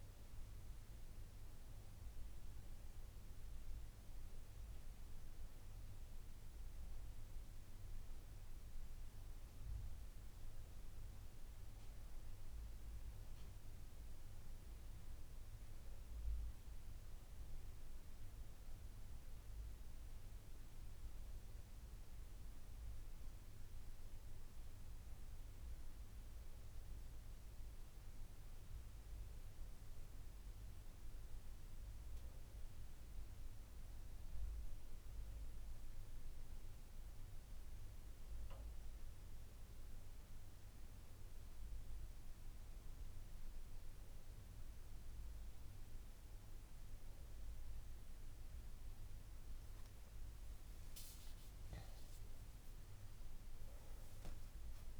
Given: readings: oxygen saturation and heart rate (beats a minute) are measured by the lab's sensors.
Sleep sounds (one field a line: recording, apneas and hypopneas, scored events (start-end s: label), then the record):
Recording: breathing in sleep, hard to hear, by a room microphone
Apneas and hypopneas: none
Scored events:
10.00-55.00 s: new sleep stage, N2 (light sleep)
From the record:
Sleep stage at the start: N1 (lightest sleep)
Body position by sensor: on the left side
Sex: female